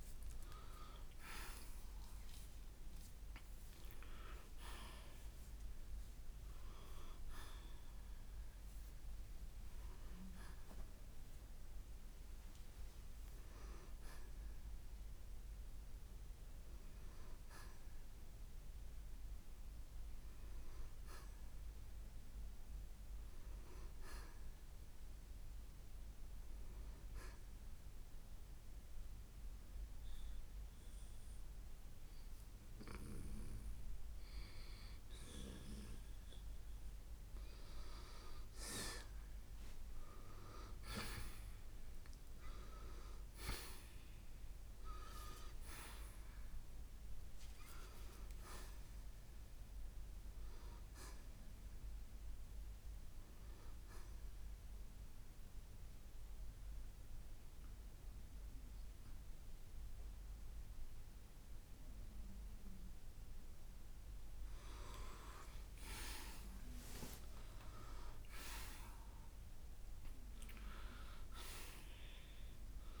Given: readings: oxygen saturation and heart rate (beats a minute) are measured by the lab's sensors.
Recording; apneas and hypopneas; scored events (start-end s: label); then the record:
breathing in sleep by a room microphone; 2
0.00-2.00 s: oxygen desaturation (device-marked, oxygen 89% lowest, heart rate 56 extreme)
0.00-3.00 s: arousal
11.00-26.00 s: oxygen desaturation (device-marked, oxygen 91% before, 87% lowest, heart rate 67 before, 56 extreme)
14.50-18.50 s: arousal
24.00-35.00 s: hypopnea (oxygen 91% before, 85% lowest, heart rate 68 before, 62 extreme, up 5 after)
40.50-46.00 s: arousal
49.00-67.00 s: oxygen desaturation (device-marked, oxygen 91% before, 86% lowest, heart rate 66 before, 62 extreme)
54.00-64.00 s: mixed apnea (oxygen 93% before, 85% lowest, heart rate 69 before, 62 extreme, up 7 after)
64.00-73.00 s: new sleep stage, awake
From the record:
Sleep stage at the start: N2 (light sleep); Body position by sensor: on the right side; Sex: male